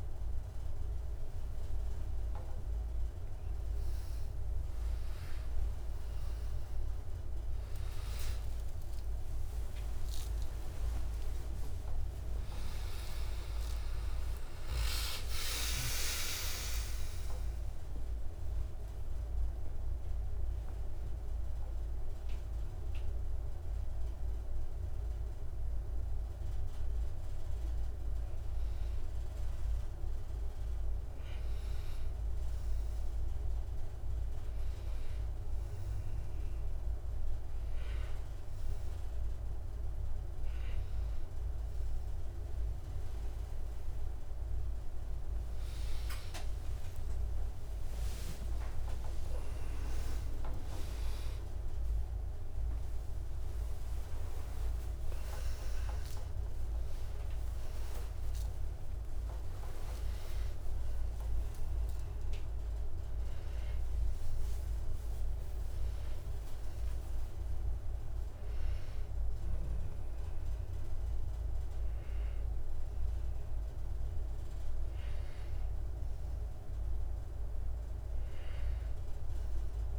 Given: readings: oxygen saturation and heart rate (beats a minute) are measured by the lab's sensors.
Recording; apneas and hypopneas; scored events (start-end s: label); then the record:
a person partly awake in a sleep study, by a room microphone; none
25.50-79.98 s: new sleep stage, N2 (light sleep)
38.50-46.50 s: oxygen desaturation (device-marked, oxygen 99% before, 95% lowest, heart rate 104 before, 75 extreme)
46.00-50.50 s: arousal
73.50-77.50 s: arousal
From the record:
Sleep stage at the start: awake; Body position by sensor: on the back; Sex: male